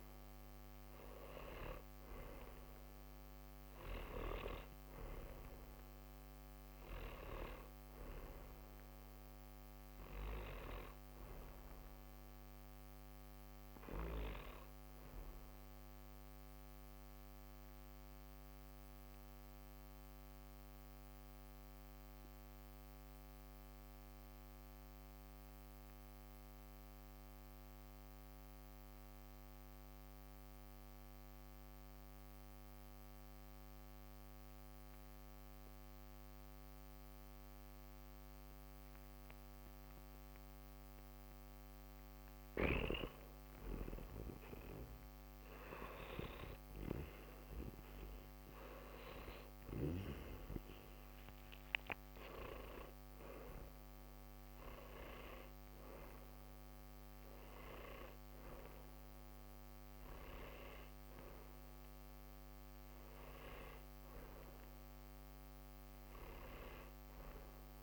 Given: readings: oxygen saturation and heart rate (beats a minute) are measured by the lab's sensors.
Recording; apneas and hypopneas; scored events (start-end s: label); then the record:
breathing in sleep by a microphone on the trachea; 1
0.00-21.50 s: oxygen desaturation (device-marked, oxygen 91% lowest, heart rate 48 extreme)
15.50-41.50 s: mixed apnea (oxygen 96% before, 92% lowest, heart rate 61 before, 48 extreme, up 24 after)
43.50-48.50 s: arousal
62.50-67.83 s: new sleep stage, N2 (light sleep)
From the record:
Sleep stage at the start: N1 (lightest sleep); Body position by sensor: on the back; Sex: male